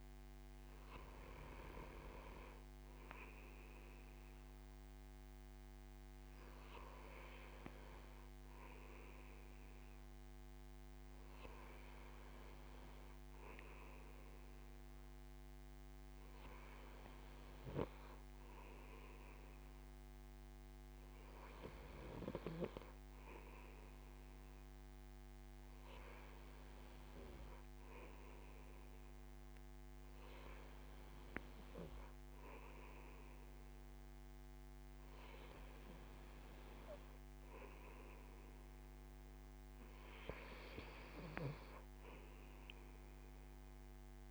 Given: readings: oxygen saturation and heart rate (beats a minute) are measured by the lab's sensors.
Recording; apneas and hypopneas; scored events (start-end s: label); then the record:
breathing in sleep by a microphone on the trachea; none
none scored
From the record:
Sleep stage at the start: N2 (light sleep); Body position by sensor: on the right side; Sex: male